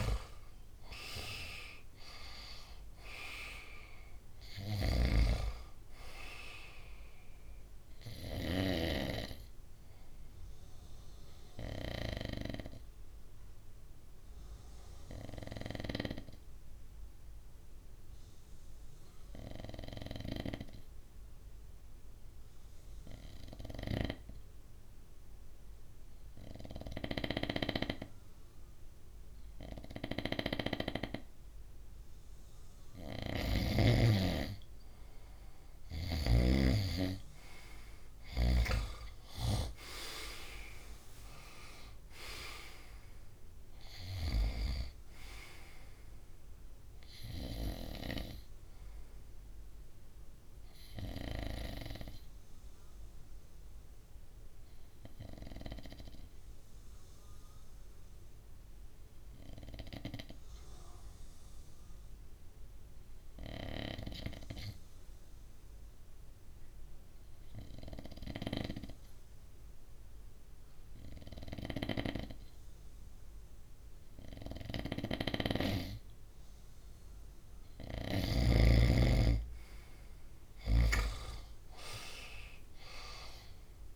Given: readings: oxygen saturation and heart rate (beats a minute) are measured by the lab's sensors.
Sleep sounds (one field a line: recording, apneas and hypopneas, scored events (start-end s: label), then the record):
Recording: breathing in sleep by a room microphone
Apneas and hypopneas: 2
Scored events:
0.00-20.00 s: oxygen desaturation (device-marked, oxygen 97% before, 93% lowest, heart rate 62 before, 59 extreme)
10.50-31.50 s: obstructive apnea (oxygen 98% before, 93% lowest, heart rate 64 before, 58 extreme, up 4 after)
34.00-65.00 s: oxygen desaturation (device-marked, oxygen 98% before, 94% lowest, heart rate 61 before, 58 extreme)
37.50-42.00 s: arousal
49.00-76.00 s: obstructive apnea (oxygen 98% before, 94% lowest, heart rate 64 before, 58 extreme, up 5 after)
74.00-83.96 s: oxygen desaturation (device-marked, oxygen 98% before, 94% lowest, heart rate 60 before, 60 extreme)
78.00-81.50 s: arousal
From the record:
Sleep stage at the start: N2 (light sleep)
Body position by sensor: on the right side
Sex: male